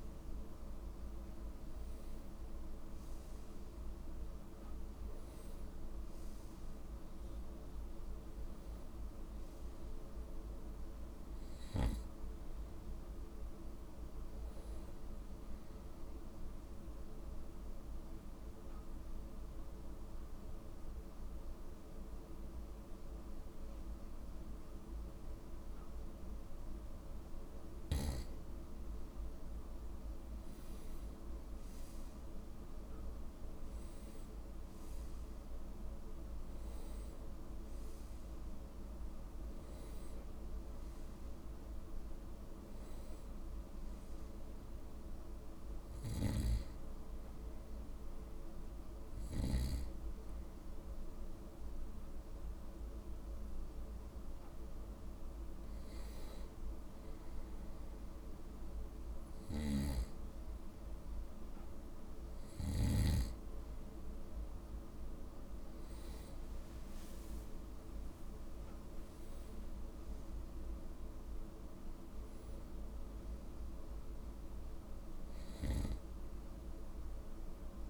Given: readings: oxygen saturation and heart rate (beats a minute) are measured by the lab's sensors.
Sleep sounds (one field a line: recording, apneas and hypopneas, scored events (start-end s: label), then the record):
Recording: breathing in sleep, hard to hear, by a room microphone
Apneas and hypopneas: 2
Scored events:
7.00-11.50 s: arousal
17.00-27.50 s: obstructive apnea (oxygen 95% before, 93% lowest, heart rate 62 before, 58 extreme, up 4 after)
30.00-34.00 s: arousal
46.00-56.50 s: hypopnea (oxygen 95% before, 93% lowest, heart rate 61 before, 57 extreme, up 2 after)
59.50-63.00 s: snoring (device-marked)
60.00-63.50 s: arousal
From the record:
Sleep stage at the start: N2 (light sleep)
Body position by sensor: on the right side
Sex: male